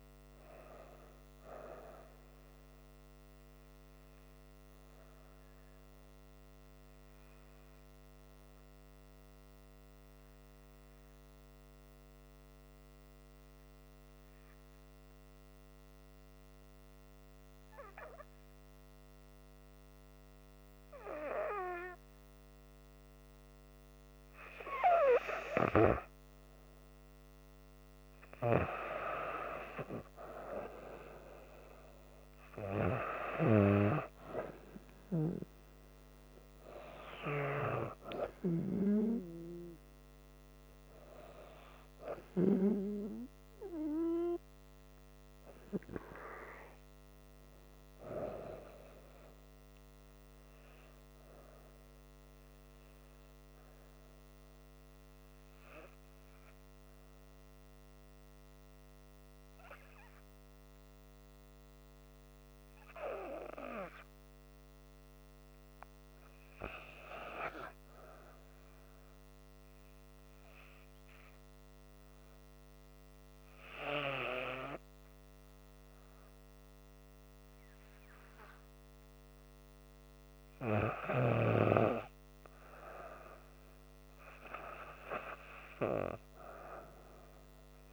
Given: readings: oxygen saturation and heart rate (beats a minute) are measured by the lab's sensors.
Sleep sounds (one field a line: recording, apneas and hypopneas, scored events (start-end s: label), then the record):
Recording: breathing in sleep by a microphone on the trachea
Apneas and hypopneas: 2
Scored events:
0.00-2.50 s: arousal
4.00-25.50 s: hypopnea (oxygen 98% before, 91% lowest, heart rate 70 before, 71 extreme, up 7 after)
25.00-49.00 s: oxygen desaturation (device-marked, oxygen 97% before, 91% lowest, heart rate 72 before, 71 extreme)
27.50-30.50 s: arousal
31.00-87.93 s: new sleep stage, REM sleep
43.50-78.00 s: hypopnea (oxygen 97% before, 89% lowest, heart rate 77 before, 71 extreme, up 5 after)
79.50-83.00 s: arousal
80.00-87.93 s: oxygen desaturation (device-marked, oxygen 97% before, 89% lowest, heart rate 73 before, 78 extreme)
From the record:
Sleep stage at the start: N2 (light sleep)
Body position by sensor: on the back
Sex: female